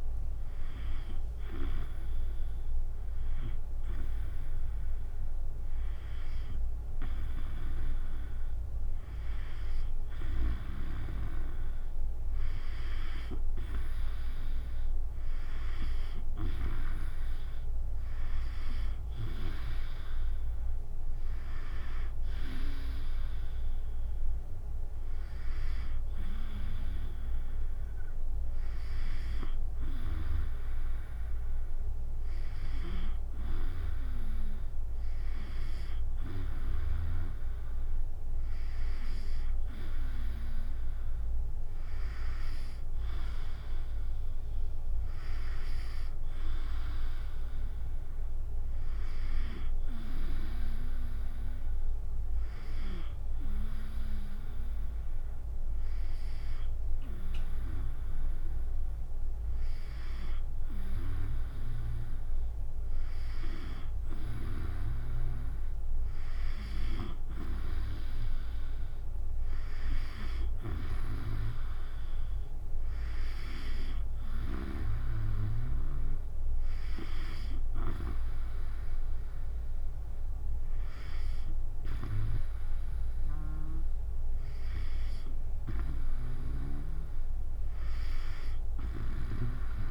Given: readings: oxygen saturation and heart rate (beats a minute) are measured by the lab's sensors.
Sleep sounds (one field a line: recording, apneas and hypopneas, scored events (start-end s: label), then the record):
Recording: breathing in sleep by a room microphone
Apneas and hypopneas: none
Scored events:
41.50-52.50 s: drop in pulse transit time (device-marked, heart rate 72 before, 68 extreme)
From the record:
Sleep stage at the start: N2 (light sleep)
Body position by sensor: on the back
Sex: female